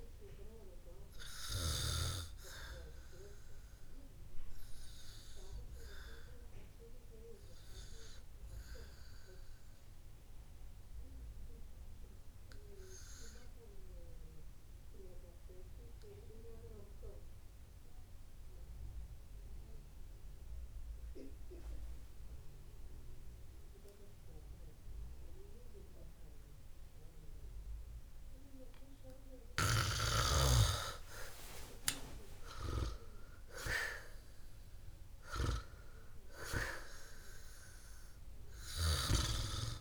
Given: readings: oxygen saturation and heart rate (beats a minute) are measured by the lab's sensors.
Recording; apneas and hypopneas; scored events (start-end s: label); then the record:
breathing in sleep by a room microphone; 1
12.50-31.00 s: obstructive apnea (oxygen 97% before, 93% lowest, heart rate 62 before, 52 extreme, up 13 after)
32.50-35.00 s: arousal
From the record:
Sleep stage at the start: N2 (light sleep); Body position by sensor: on the back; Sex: male